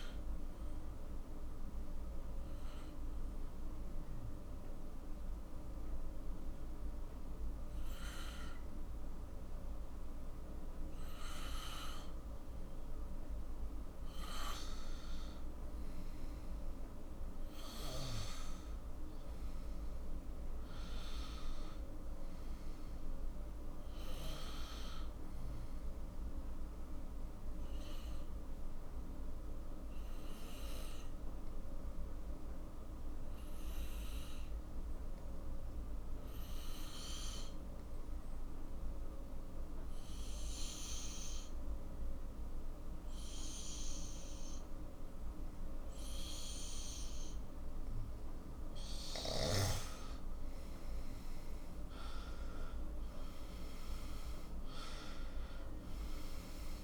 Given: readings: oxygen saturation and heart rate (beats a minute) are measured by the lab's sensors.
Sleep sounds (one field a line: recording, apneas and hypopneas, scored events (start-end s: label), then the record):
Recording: breathing in sleep, hard to hear, by a room microphone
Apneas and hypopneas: 2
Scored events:
2.00-15.00 s: hypopnea (oxygen 95% before, 90% lowest, heart rate 59 before, 51 extreme, up 9 after)
18.50-22.50 s: arousal
21.00-35.00 s: oxygen desaturation (device-marked, oxygen 96% before, 92% lowest, heart rate 54 before, 56 extreme)
29.50-48.00 s: obstructive apnea (oxygen 96% before, 90% lowest, heart rate 57 before, 45 extreme, up 6 after)
45.00-56.84 s: oxygen desaturation (device-marked, oxygen 95% before, 90% lowest, heart rate 57 before, 45 extreme)
51.00-55.00 s: arousal
From the record:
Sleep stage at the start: N2 (light sleep)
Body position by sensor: on the back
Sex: male